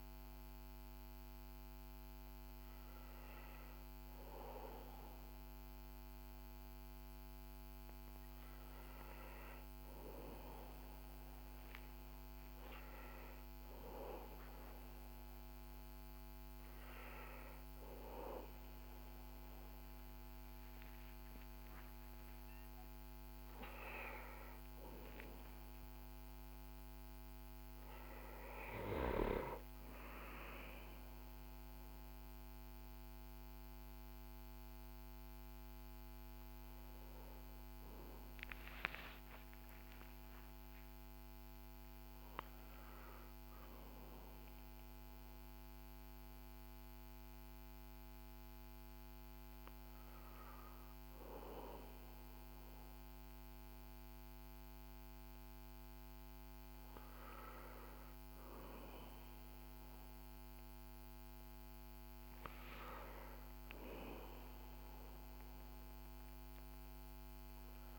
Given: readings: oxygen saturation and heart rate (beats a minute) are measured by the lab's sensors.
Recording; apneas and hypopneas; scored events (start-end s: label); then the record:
breathing in sleep by a microphone on the trachea; none
33.50-38.00 s: arousal
From the record:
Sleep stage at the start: N1 (lightest sleep); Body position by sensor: on the back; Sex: male